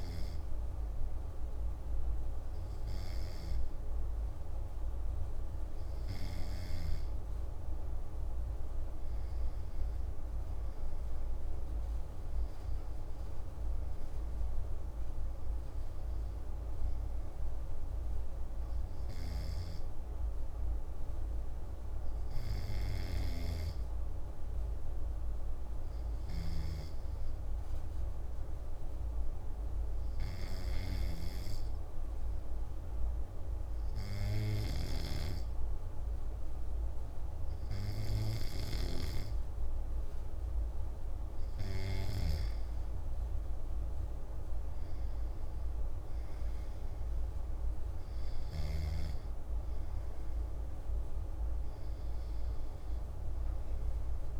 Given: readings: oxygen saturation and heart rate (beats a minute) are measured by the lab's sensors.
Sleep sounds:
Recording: breathing in sleep by a room microphone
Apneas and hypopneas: 1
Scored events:
17.50-40.50 s: hypopnea (oxygen 96% before, 94% lowest)
26.00-35.00 s: snoring (device-marked)
43.50-48.00 s: arousal
From the record:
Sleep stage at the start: N2 (light sleep)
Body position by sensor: on the back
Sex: male

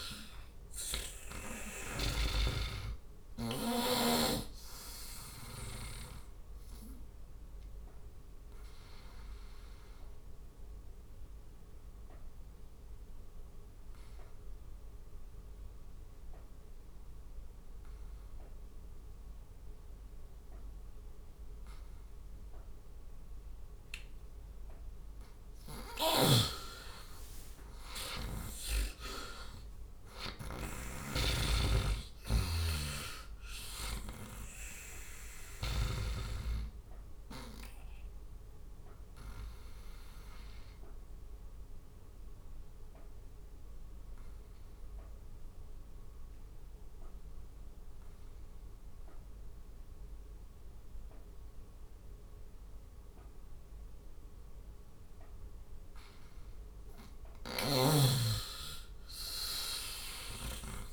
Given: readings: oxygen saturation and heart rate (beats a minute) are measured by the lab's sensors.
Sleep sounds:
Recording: breathing in sleep by a room microphone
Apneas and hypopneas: 2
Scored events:
0.00-1.50 s: snoring (device-marked)
0.00-2.00 s: oxygen desaturation (device-marked, oxygen 87% lowest, heart rate 67 extreme)
8.00-24.00 s: obstructive apnea (oxygen 95% before, 88% lowest, heart rate 77 before, 67 extreme, up 12 after)
14.00-26.00 s: oxygen desaturation (device-marked, oxygen 95% before, 89% lowest, heart rate 76 before, 67 extreme)
25.50-30.00 s: snoring (device-marked)
27.00-31.00 s: arousal
31.00-40.00 s: oxygen desaturation (device-marked, oxygen 97% before, 91% lowest, heart rate 71 before, 59 extreme)
32.00-35.50 s: snoring (device-marked)
40.00-55.00 s: obstructive apnea (oxygen 97% before, 88% lowest, heart rate 74 before, 59 extreme, up 6 after)
50.00-60.93 s: oxygen desaturation (device-marked, oxygen 92% before, 88% lowest, heart rate 75 before, 59 extreme)
54.00-58.00 s: bradycardia (device-marked, heart rate 75 before, 59 extreme)
55.00-57.00 s: long interval between heartbeats (device-marked, heart rate 73 before, 75 extreme)
57.00-60.93 s: arousal
57.00-60.93 s: snoring (device-marked)
From the record:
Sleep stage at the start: N2 (light sleep)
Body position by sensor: on the right side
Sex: male

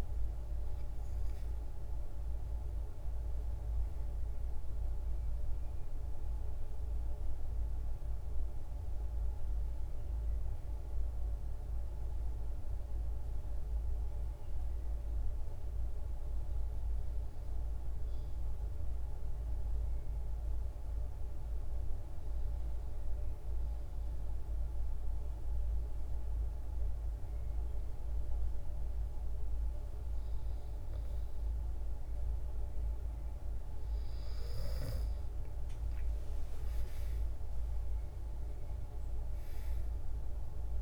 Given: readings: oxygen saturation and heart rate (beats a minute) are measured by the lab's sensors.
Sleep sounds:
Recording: breathing in sleep, hard to hear, by a room microphone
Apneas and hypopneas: 1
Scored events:
0.00-16.00 s: oxygen desaturation (device-marked, oxygen 89% lowest, heart rate 47 extreme)
18.50-31.50 s: obstructive apnea (oxygen 96% before, 91% lowest, heart rate 112 before, 47 extreme)
33.00-37.50 s: arousal
39.00-40.82 s: oxygen desaturation (device-marked, oxygen 95% before, 91% lowest, heart rate 118 before, 85 extreme)
From the record:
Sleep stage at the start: N2 (light sleep)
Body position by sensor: on the back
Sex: female

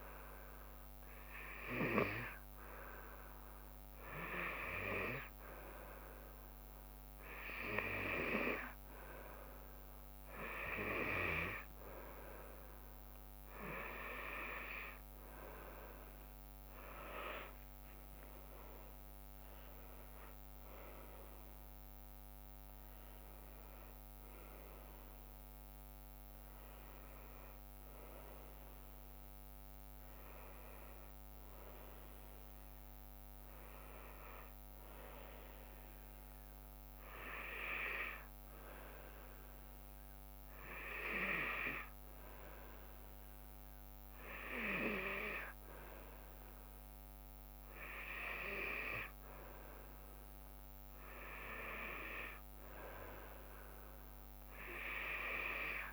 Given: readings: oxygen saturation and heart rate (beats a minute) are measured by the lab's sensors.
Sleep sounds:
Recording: breathing in sleep by a microphone on the trachea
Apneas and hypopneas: none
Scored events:
13.50-35.50 s: oxygen desaturation (device-marked, oxygen 94% before, 90% lowest, heart rate 75 before, 72 extreme)
15.50-29.50 s: drop in pulse transit time (device-marked, heart rate 75 before, 78 extreme)
18.00-22.50 s: arousal
From the record:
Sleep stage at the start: N2 (light sleep)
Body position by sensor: on the back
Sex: female

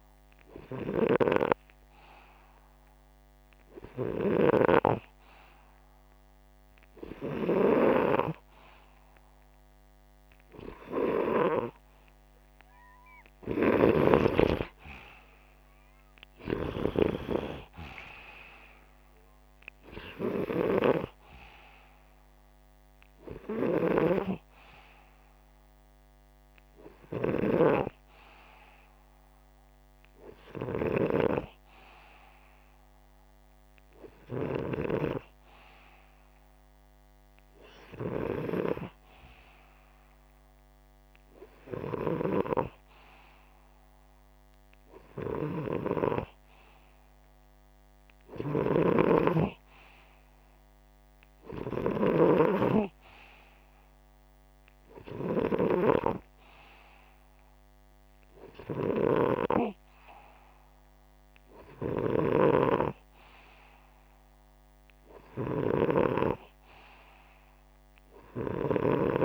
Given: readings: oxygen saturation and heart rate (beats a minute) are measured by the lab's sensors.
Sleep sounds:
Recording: breathing in sleep by a microphone on the trachea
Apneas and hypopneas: none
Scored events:
11.50-17.50 s: oxygen desaturation (device-marked, oxygen 96% before, 93% lowest, heart rate 64 before, 61 extreme)
48.00-52.00 s: snoring (device-marked)
From the record:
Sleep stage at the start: N2 (light sleep)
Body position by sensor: upright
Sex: male

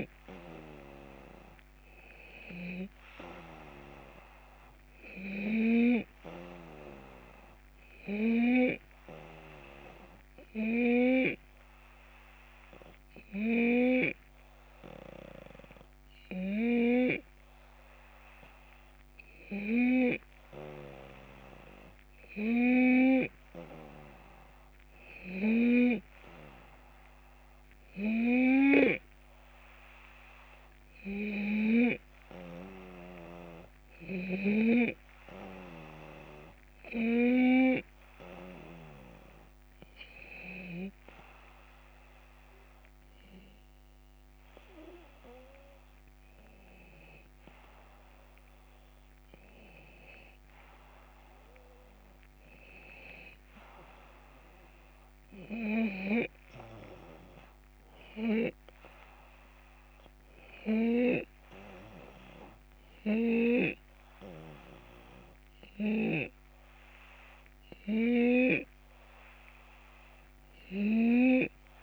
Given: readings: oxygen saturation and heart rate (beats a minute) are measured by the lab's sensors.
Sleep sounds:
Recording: breathing in sleep by a microphone on the trachea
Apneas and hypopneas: 1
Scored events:
9.00-19.00 s: obstructive apnea (oxygen 94% before, 91% lowest)
22.50-26.00 s: arousal
From the record:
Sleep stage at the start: N2 (light sleep)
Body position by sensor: on the left side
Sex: male

